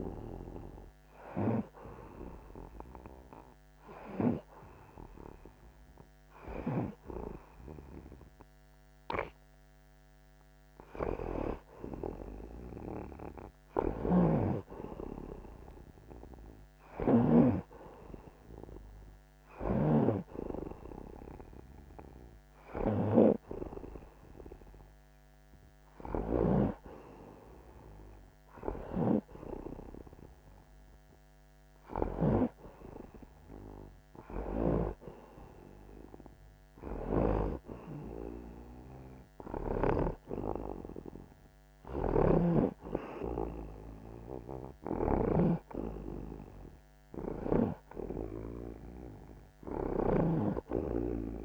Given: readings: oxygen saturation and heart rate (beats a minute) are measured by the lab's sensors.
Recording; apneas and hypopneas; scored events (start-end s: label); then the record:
breathing in sleep by a microphone on the trachea; 1
0.00-12.50 s: oxygen desaturation (device-marked, oxygen 88% lowest)
3.50-13.50 s: hypopnea (oxygen 93% before, 88% lowest)
14.00-27.00 s: snoring (device-marked)
16.50-21.50 s: arousal
23.50-34.50 s: oxygen desaturation (device-marked, oxygen 92% before, 88% lowest)
29.00-32.50 s: snoring (device-marked)
42.00-51.45 s: snoring (device-marked)
From the record:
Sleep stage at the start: N1 (lightest sleep); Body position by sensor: on the back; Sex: male